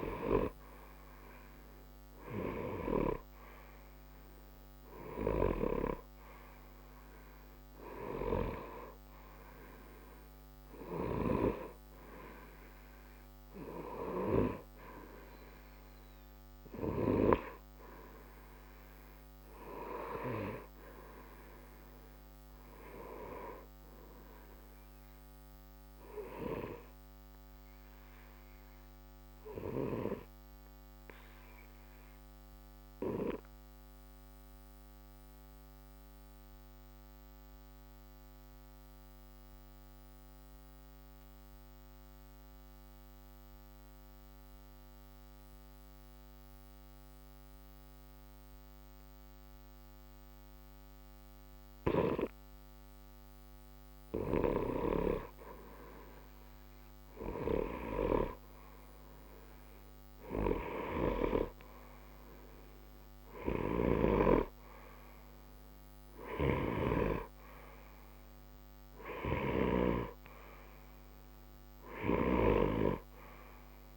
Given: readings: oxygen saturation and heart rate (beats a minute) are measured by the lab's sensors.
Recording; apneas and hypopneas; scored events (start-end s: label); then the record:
breathing in sleep by a microphone on the trachea; 1
0.00-28.00 s: oxygen desaturation (device-marked, oxygen 90% lowest, heart rate 60 extreme)
24.50-51.50 s: obstructive apnea (oxygen 93% before, 89% lowest, heart rate 60 before, 60 extreme, up 0 after)
54.50-58.50 s: arousal
60.00-73.97 s: oxygen desaturation (device-marked, oxygen 95% before, 89% lowest, heart rate 60 before, 60 extreme)
From the record:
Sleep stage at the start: N2 (light sleep); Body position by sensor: on the right side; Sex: male